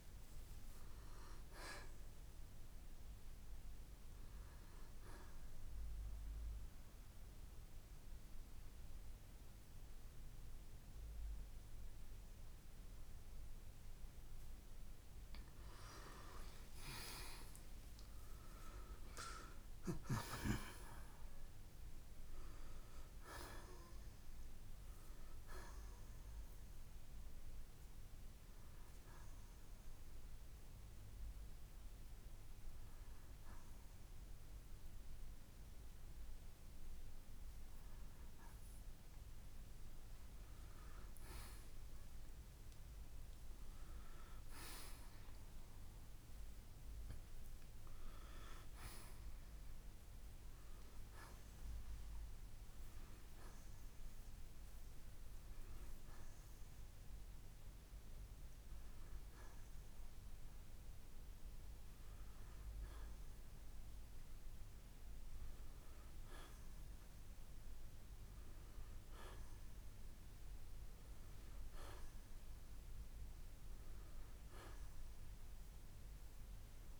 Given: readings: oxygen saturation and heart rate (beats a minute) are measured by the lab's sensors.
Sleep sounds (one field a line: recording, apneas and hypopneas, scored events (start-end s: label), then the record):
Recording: a person partly awake in a sleep study, by a room microphone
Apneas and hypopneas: 2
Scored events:
0.00-19.00 s: oxygen desaturation (device-marked, oxygen 88% lowest, heart rate 48 extreme)
5.50-15.50 s: central apnea (oxygen 94% before, 85% lowest, heart rate 63 before, 48 extreme, up 13 after)
18.50-22.00 s: arousal
27.50-39.00 s: hypopnea (oxygen 93% before, 85% lowest, heart rate 58 before, 56 extreme, up 10 after)
37.00-48.00 s: oxygen desaturation (device-marked, oxygen 91% before, 85% lowest, heart rate 62 before, 58 extreme)
45.00-75.00 s: new sleep stage, awake
50.00-64.00 s: oxygen desaturation (device-marked, oxygen 97% before, 91% lowest, heart rate 62 before, 58 extreme)
75.00-77.00 s: new sleep stage, N1 (lightest sleep)
75.00-77.00 s: oxygen desaturation (device-marked, oxygen 93% before, 90% lowest, heart rate 66 before, 58 extreme)
From the record:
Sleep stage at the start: N2 (light sleep)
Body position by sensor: on the right side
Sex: male